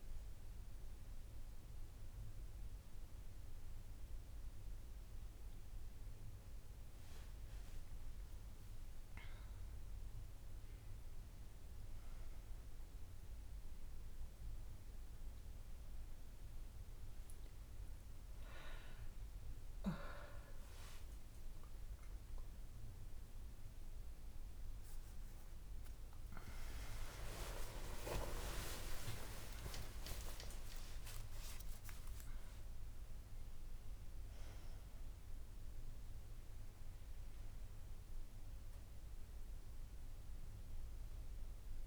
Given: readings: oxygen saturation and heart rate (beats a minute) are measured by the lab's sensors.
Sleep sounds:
a person awake in a sleep study, by a room microphone; none
none scored
From the record:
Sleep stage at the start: awake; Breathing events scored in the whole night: 138 in 5.5 hours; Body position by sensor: on the right side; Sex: female

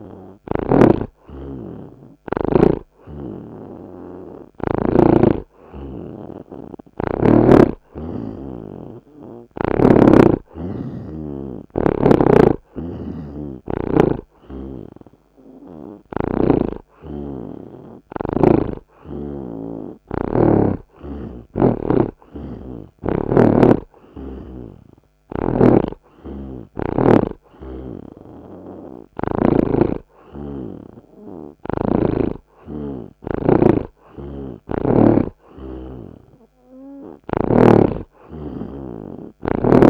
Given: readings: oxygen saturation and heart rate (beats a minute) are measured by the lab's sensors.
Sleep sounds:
breathing in sleep by a microphone on the trachea; none
0.00-3.00 s: oxygen desaturation (device-marked, oxygen 78% lowest)
1.00-5.00 s: snoring (device-marked)
From the record:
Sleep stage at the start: N2 (light sleep); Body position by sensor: on the right side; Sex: male

